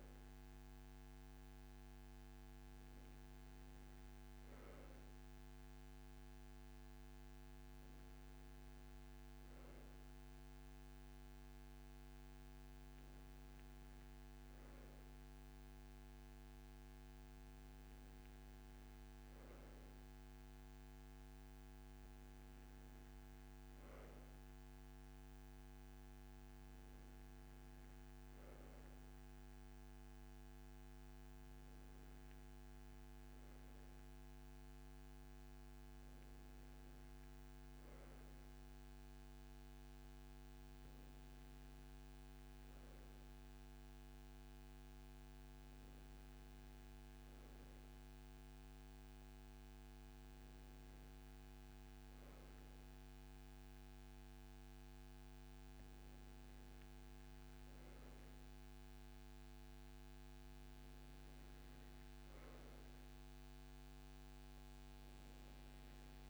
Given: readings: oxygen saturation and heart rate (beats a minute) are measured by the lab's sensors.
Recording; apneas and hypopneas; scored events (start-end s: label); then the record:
breathing in sleep, hard to hear, by a microphone on the trachea; none
none scored
From the record:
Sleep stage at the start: N2 (light sleep); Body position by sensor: on the right side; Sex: male